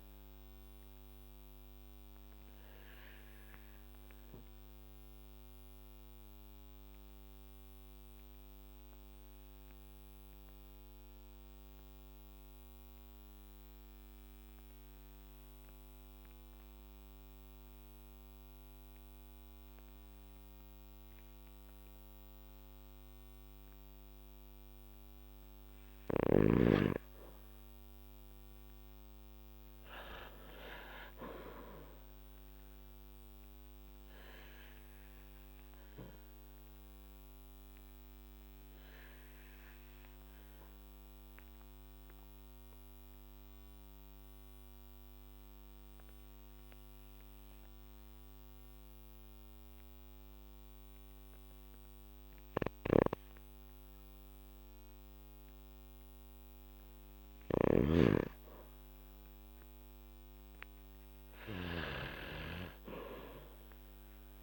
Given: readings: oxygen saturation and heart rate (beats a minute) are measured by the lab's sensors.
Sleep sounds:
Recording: breathing in sleep by a microphone on the trachea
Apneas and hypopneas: 2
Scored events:
0.50-24.00 s: obstructive apnea (oxygen 98% before, 88% lowest, heart rate 55 before, 49 extreme, up 5 after)
13.00-25.00 s: oxygen desaturation (device-marked, oxygen 95% before, 88% lowest, heart rate 55 before, 50 extreme)
27.50-31.00 s: arousal
34.50-55.50 s: obstructive apnea (oxygen 98% before, 93% lowest, heart rate 51 before, 51 extreme, up 5 after)
52.00-61.00 s: oxygen desaturation (device-marked, oxygen 98% before, 93% lowest, heart rate 56 before, 50 extreme)
52.50-64.43 s: snoring (device-marked)
61.00-64.43 s: arousal
From the record:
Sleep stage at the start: N2 (light sleep)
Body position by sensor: on the back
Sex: male

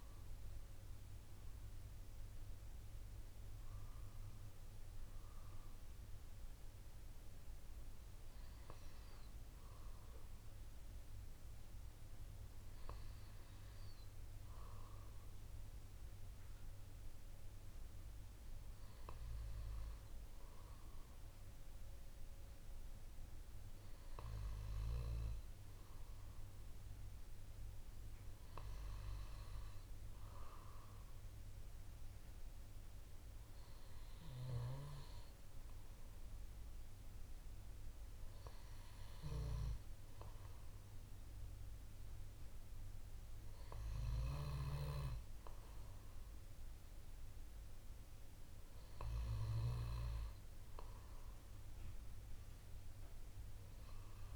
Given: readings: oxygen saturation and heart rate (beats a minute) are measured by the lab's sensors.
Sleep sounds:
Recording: a person partly awake in a sleep study, by a room microphone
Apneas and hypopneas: none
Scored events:
35.00-54.36 s: new sleep stage, awake
From the record:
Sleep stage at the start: N2 (light sleep)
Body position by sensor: on the left side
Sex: male

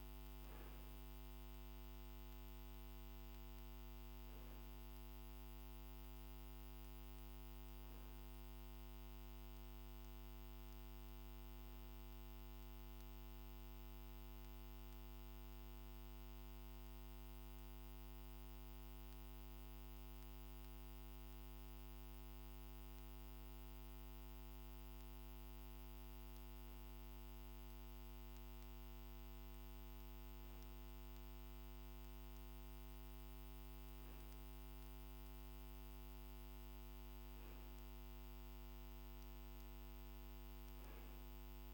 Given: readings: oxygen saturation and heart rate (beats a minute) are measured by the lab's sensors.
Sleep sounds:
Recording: breathing in sleep, hard to hear, by a microphone on the trachea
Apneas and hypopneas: 1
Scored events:
15.00-30.00 s: hypopnea (oxygen 96% before, 94% lowest, heart rate 49 before, 47 extreme, up 2 after)
35.00-39.50 s: arousal
From the record:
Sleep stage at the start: N2 (light sleep)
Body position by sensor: on the back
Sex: male

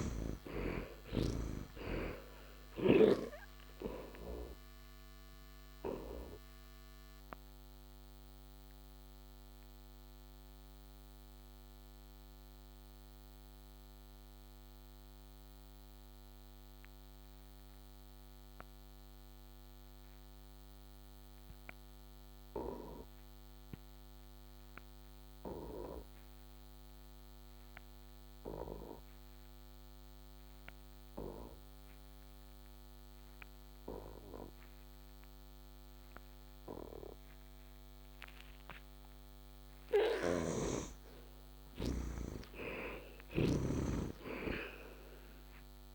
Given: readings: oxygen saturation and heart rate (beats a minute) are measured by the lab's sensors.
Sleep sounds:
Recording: breathing in sleep by a microphone on the trachea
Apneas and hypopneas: 1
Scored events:
0.00-1.50 s: arousal
0.00-25.00 s: oxygen desaturation (device-marked, oxygen 54% lowest, heart rate 63 extreme)
5.00-36.50 s: mixed apnea (oxygen 78% before, 54% lowest, heart rate 74 before, 63 extreme, up 19 after)
38.50-43.00 s: arousal
39.00-45.95 s: oxygen desaturation (device-marked, oxygen 83% before, 58% lowest, heart rate 67 before, 65 extreme)
39.50-43.50 s: snoring (device-marked)
From the record:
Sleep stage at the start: N2 (light sleep)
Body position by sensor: on the back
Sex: male

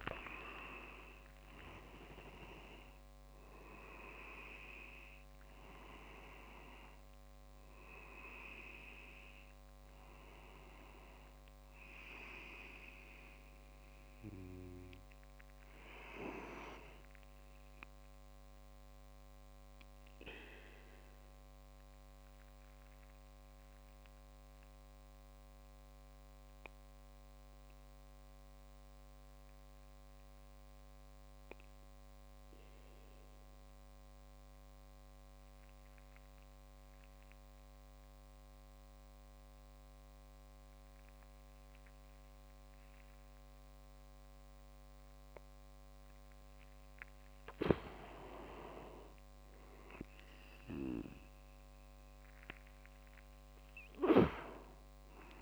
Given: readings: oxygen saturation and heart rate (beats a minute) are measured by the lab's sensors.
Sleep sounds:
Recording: breathing in sleep by a microphone on the trachea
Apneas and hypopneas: 1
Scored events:
0.00-12.50 s: oxygen desaturation (device-marked, oxygen 94% lowest)
19.00-45.00 s: mixed apnea (oxygen 98% before, 94% lowest, heart rate 44 before, 32 extreme, up 11 after)
47.50-51.00 s: arousal
From the record:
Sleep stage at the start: N2 (light sleep)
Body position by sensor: on the back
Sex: male

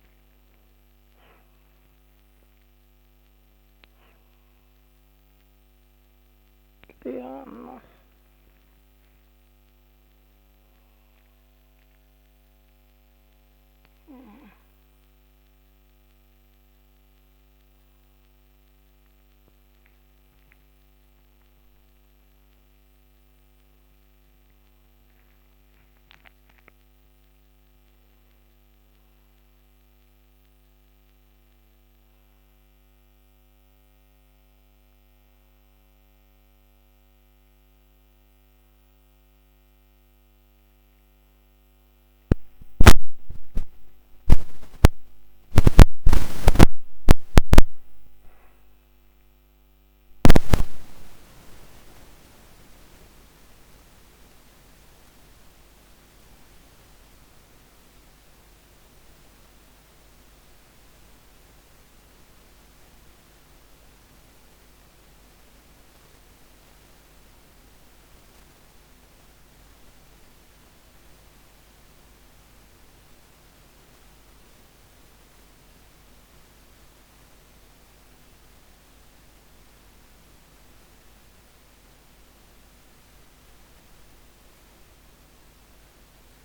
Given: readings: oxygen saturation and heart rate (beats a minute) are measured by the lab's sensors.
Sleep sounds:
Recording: a person partly awake in a sleep study, by a microphone on the trachea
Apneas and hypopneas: 1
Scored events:
18.50-86.45 s: new sleep stage, N1 (lightest sleep)
49.00-53.00 s: arousal
61.00-73.50 s: hypopnea (oxygen 96% before, 94% lowest, heart rate 119 before, 119 extreme, up 29 after)
79.00-83.00 s: arousal
From the record:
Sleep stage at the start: awake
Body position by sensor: on the back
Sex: female

